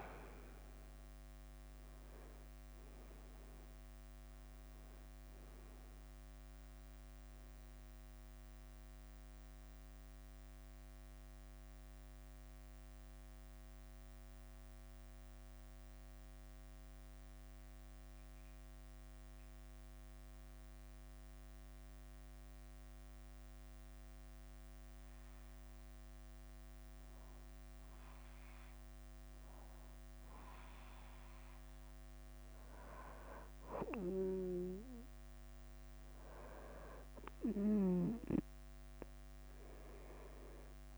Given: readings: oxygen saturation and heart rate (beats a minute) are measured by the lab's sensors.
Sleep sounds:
breathing in sleep by a microphone on the trachea; 1
0.00-15.00 s: oxygen desaturation (device-marked, oxygen 93% lowest, heart rate 51 extreme)
0.00-40.98 s: bradycardia (device-marked, heart rate 44 extreme)
9.00-30.00 s: obstructive apnea (oxygen 98% before, 93% lowest, heart rate 55 before, 51 extreme, up 2 after)
From the record:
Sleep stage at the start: N2 (light sleep); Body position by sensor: on the back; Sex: male

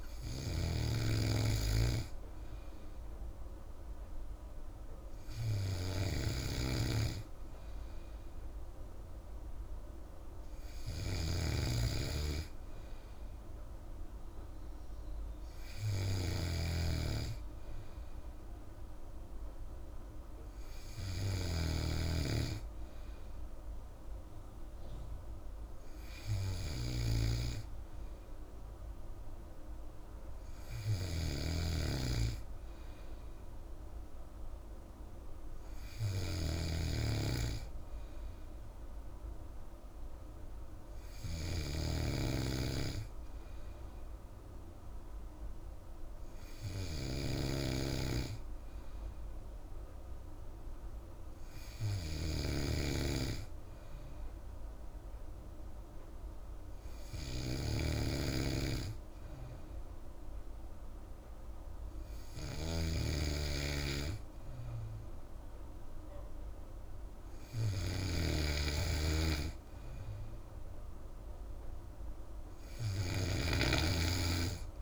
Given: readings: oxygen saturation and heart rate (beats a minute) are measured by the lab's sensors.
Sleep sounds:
breathing in sleep by a room microphone; none
0.00-74.82 s: snoring (device-marked)
From the record:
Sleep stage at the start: N3 (deep sleep); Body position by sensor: on the back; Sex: female

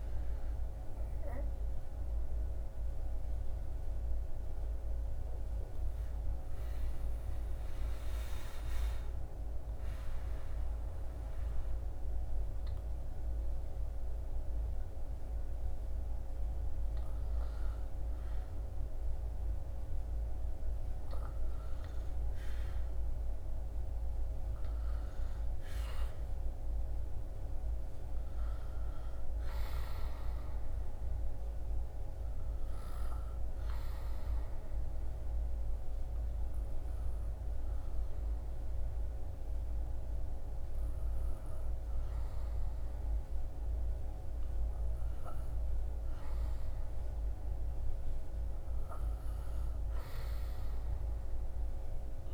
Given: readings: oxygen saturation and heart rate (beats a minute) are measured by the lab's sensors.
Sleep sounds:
breathing in sleep, hard to hear, by a room microphone; 1
0.00-19.00 s: oxygen desaturation (device-marked, oxygen 86% lowest, heart rate 75 extreme)
0.50-16.50 s: mixed apnea (oxygen 98% before, 86% lowest, heart rate 69 before, 75 extreme, up 5 after)
18.50-23.50 s: arousal
44.00-52.34 s: new sleep stage, REM sleep
From the record:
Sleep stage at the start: N2 (light sleep); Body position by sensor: on the back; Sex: male

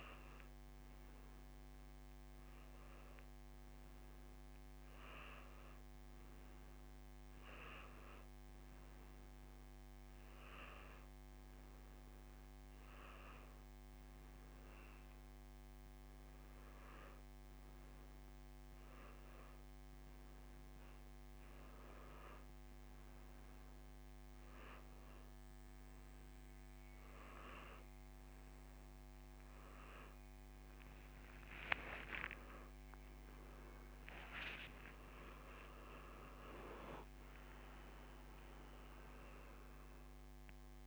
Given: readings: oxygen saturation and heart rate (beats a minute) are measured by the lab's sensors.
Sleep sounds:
breathing in sleep by a microphone on the trachea; none
28.50-32.00 s: arousal
From the record:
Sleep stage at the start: N2 (light sleep); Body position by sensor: on the back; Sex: male

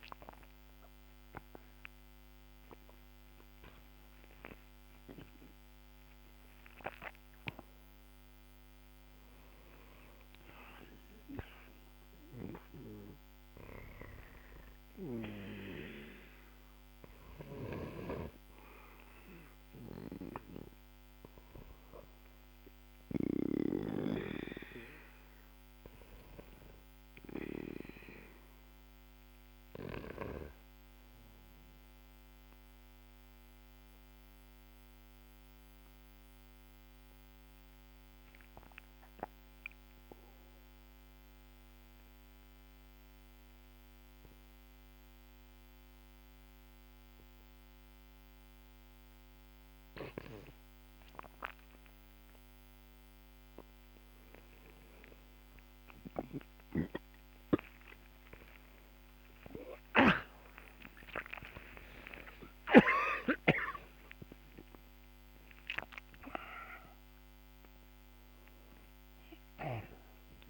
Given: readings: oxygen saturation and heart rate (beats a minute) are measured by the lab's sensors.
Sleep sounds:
breathing in sleep by a microphone on the trachea; 1
4.50-20.50 s: oxygen desaturation (device-marked, oxygen 98% before, 95% lowest, heart rate 64 before, 49 extreme)
17.50-23.50 s: snoring (device-marked)
21.50-26.00 s: arousal
31.00-55.50 s: mixed apnea (oxygen 98% before, 91% lowest, heart rate 62 before, 53 extreme, up 15 after)
57.00-62.50 s: arousal
59.50-63.50 s: snoring (device-marked)
61.50-70.50 s: oxygen desaturation (device-marked, oxygen 97% before, 91% lowest, heart rate 62 before, 47 extreme)
65.50-70.50 s: new sleep stage, N1 (lightest sleep)
From the record:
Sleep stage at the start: N2 (light sleep); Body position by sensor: on the back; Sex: male

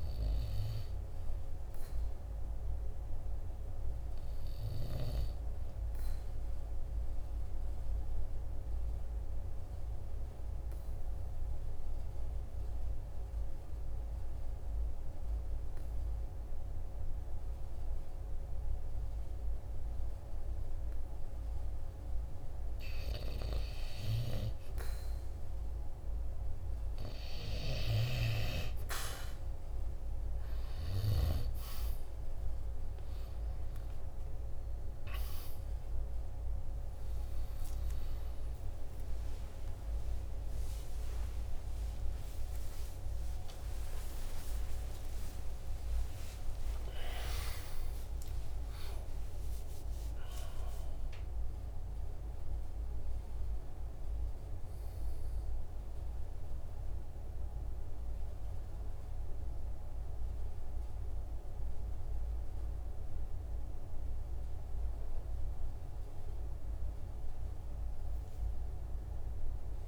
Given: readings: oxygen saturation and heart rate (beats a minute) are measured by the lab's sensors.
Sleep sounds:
breathing in sleep by a room microphone; 1
5.00-21.50 s: obstructive apnea (oxygen 98% before, 91% lowest, heart rate 46 before, 44 extreme, up 0 after)
24.50-30.00 s: arousal
28.50-66.50 s: oxygen desaturation (device-marked, oxygen 96% before, 91% lowest, heart rate 45 before, 47 extreme)
41.50-69.88 s: new sleep stage, N1 (lightest sleep)
42.00-48.50 s: arousal
From the record:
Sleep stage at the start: N2 (light sleep); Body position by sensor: on the back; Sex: male

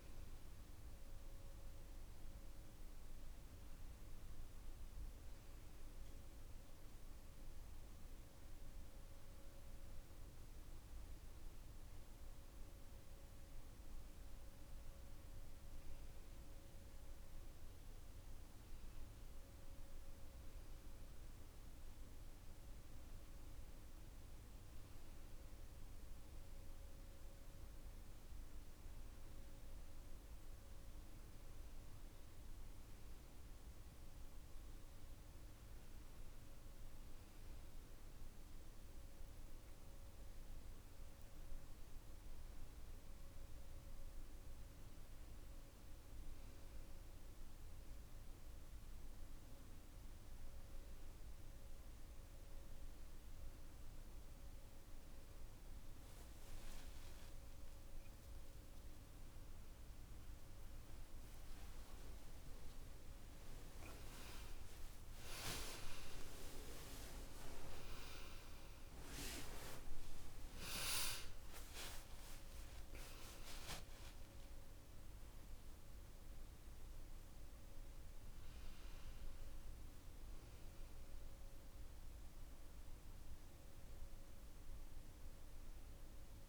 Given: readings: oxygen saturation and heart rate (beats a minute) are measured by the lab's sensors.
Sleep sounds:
breathing in sleep by a room microphone; none
64.50-70.00 s: arousal
84.00-86.49 s: new sleep stage, awake
From the record:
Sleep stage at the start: N2 (light sleep); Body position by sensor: on the back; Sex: male

